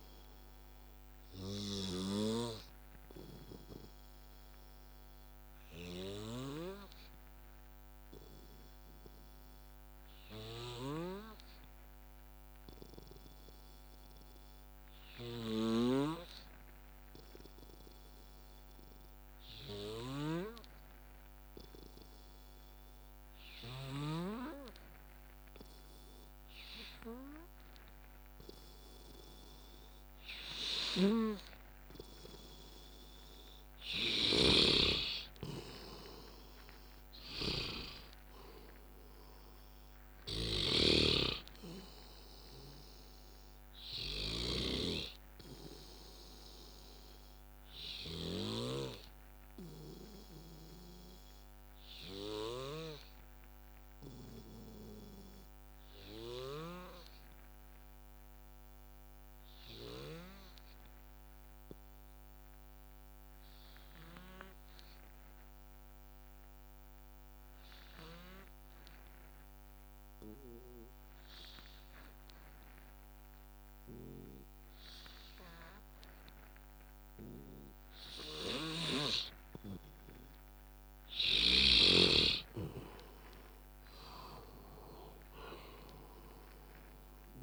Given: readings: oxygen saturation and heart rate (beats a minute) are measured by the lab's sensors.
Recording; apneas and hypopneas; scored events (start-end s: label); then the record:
breathing in sleep by a microphone on the trachea; 2
0.00-2.50 s: snoring (device-marked)
0.00-5.00 s: oxygen desaturation (device-marked, oxygen 88% lowest, heart rate 56 extreme)
1.00-9.00 s: bradycardia (device-marked, heart rate 64 before, 56 extreme)
1.50-32.00 s: obstructive apnea (oxygen 94% before, 87% lowest, heart rate 70 before, 56 extreme, up 12 after)
10.00-12.00 s: bradycardia (device-marked, heart rate 64 before, 57 extreme)
19.00-25.00 s: bradycardia (device-marked, heart rate 63 before, 57 extreme)
23.00-56.00 s: oxygen desaturation (device-marked, oxygen 98% before, 90% lowest, heart rate 59 before, 57 extreme)
27.00-29.00 s: bradycardia (device-marked, heart rate 63 before, 59 extreme)
35.00-45.00 s: drop in pulse transit time (device-marked, heart rate 60 before, 64 extreme)
36.00-40.50 s: arousal
40.50-48.50 s: snoring (device-marked)
45.00-54.00 s: bradycardia (device-marked, heart rate 63 before, 57 extreme)
47.00-79.50 s: obstructive apnea (oxygen 97% before, 86% lowest, heart rate 65 before, 56 extreme, up 18 after)
56.00-58.00 s: bradycardia (device-marked, heart rate 63 before, 59 extreme)
60.00-62.00 s: bradycardia (device-marked, heart rate 63 before, 59 extreme)
69.00-87.43 s: oxygen desaturation (device-marked, oxygen 98% before, 86% lowest, heart rate 59 before, 56 extreme)
83.00-87.00 s: arousal
83.00-87.43 s: drop in pulse transit time (device-marked, heart rate 61 before, 63 extreme)
From the record:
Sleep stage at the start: N2 (light sleep); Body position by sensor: on the back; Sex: male